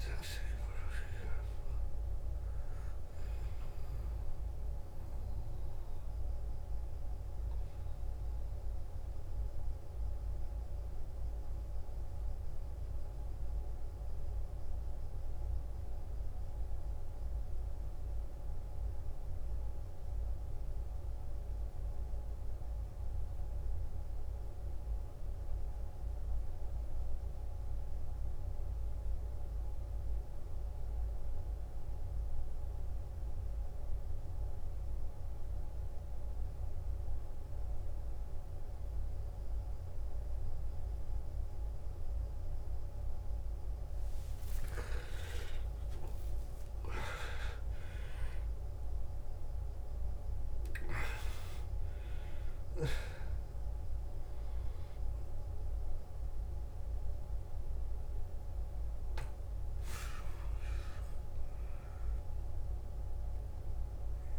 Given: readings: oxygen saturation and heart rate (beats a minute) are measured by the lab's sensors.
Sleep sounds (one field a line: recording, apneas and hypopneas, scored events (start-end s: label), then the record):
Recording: breathing in sleep by a room microphone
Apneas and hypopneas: 1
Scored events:
0.00-17.50 s: oxygen desaturation (device-marked, oxygen 86% lowest, heart rate 53 extreme)
6.00-44.50 s: mixed apnea (oxygen 96% before, 86% lowest, heart rate 66 before, 53 extreme, up 14 after)
31.50-64.39 s: oxygen desaturation (device-marked, oxygen 98% before, 86% lowest, heart rate 55 before, 54 extreme)
45.50-50.00 s: arousal
From the record:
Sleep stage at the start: N2 (light sleep)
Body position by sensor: on the back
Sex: male